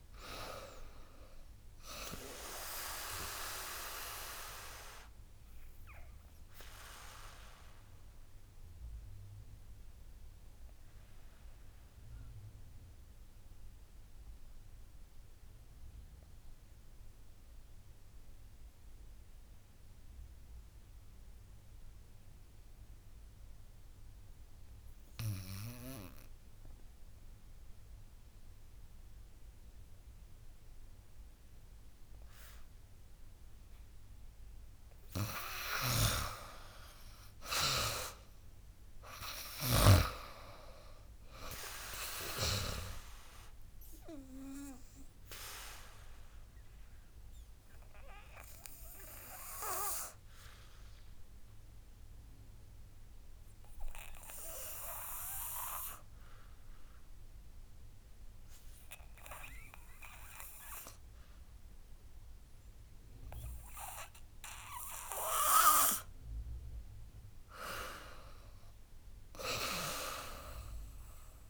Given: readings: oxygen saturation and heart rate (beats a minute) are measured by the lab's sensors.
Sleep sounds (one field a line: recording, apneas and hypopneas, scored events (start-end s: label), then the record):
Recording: breathing in sleep by a room microphone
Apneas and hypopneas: 2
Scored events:
0.00-7.00 s: drop in pulse transit time (device-marked, heart rate 75 extreme)
3.00-18.00 s: oxygen desaturation (device-marked, oxygen 98% before, 93% lowest, heart rate 80 before, 70 extreme)
4.00-33.50 s: obstructive apnea (oxygen 98% before, 85% lowest, heart rate 80 before, 70 extreme, up 17 after)
17.00-26.00 s: drop in pulse transit time (device-marked, heart rate 76 before, 70 extreme)
35.50-39.00 s: arousal
35.50-40.00 s: snoring (device-marked)
37.00-57.00 s: oxygen desaturation (device-marked, oxygen 98% before, 85% lowest, heart rate 75 before, 78 extreme)
38.00-51.00 s: drop in pulse transit time (device-marked, heart rate 76 before, 80 extreme)
44.00-65.00 s: obstructive apnea (oxygen 99% before, 85% lowest, heart rate 82 before, 78 extreme, up 9 after)
67.00-69.50 s: arousal
68.00-71.50 s: drop in pulse transit time (device-marked, heart rate 83 before, 87 extreme)
From the record:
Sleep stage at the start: N2 (light sleep)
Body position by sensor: on the back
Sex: female